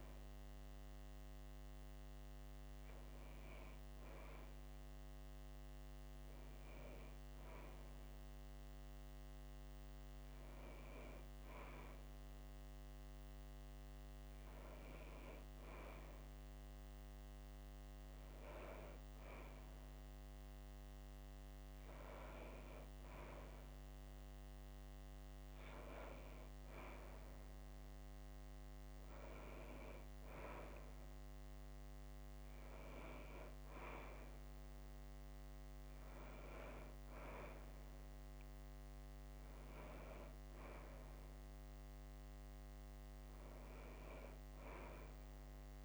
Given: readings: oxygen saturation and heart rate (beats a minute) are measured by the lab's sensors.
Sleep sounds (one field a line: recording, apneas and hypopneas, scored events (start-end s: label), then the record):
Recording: breathing in sleep by a microphone on the trachea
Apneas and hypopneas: none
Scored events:
none scored
From the record:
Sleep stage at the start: N2 (light sleep)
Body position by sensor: on the back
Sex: female